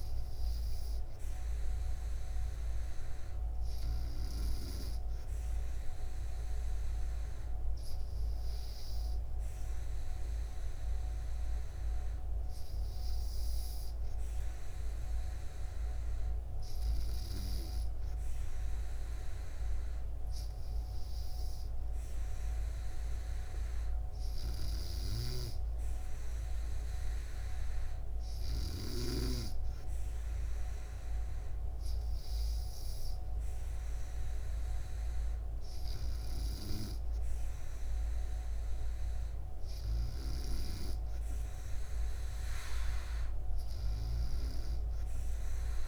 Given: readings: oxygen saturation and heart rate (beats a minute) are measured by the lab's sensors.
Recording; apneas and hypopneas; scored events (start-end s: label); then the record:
breathing in sleep by a room microphone; none
none scored
From the record:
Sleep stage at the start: N2 (light sleep); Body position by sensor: on the back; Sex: female